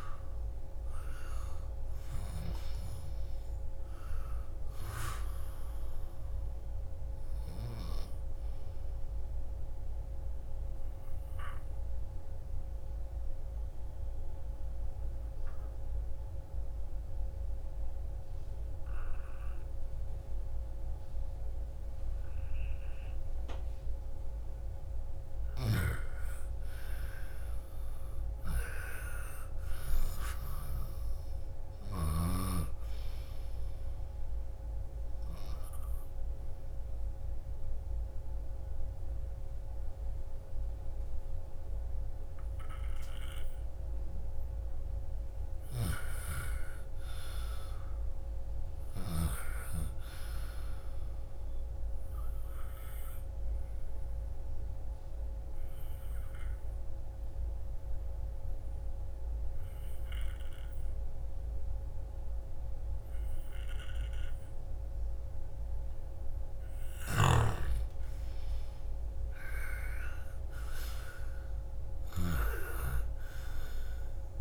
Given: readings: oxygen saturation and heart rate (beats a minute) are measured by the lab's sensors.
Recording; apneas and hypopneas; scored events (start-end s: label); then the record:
breathing in sleep by a room microphone; 3
0.00-2.50 s: arousal
4.50-22.50 s: oxygen desaturation (device-marked, oxygen 97% before, 86% lowest, heart rate 46 before, 38 extreme)
8.50-24.50 s: obstructive apnea (oxygen 97% before, 86% lowest, heart rate 49 before, 38 extreme, up 7 after)
24.50-28.50 s: arousal
35.50-46.50 s: obstructive apnea (oxygen 99% before, 88% lowest, heart rate 48 before, 47 extreme, up 15 after)
36.50-48.50 s: oxygen desaturation (device-marked, oxygen 98% before, 89% lowest, heart rate 49 before, 47 extreme)
45.50-49.50 s: snoring (device-marked)
48.00-50.50 s: arousal
53.50-67.00 s: obstructive apnea (oxygen 99% before, 87% lowest, heart rate 57 before, 28 extreme, up 13 after)
57.50-68.50 s: oxygen desaturation (device-marked, oxygen 98% before, 92% lowest, heart rate 57 before, 28 extreme)
67.00-74.41 s: snoring (device-marked)
68.50-72.50 s: arousal
From the record:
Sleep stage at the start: N2 (light sleep); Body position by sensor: on the left side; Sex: female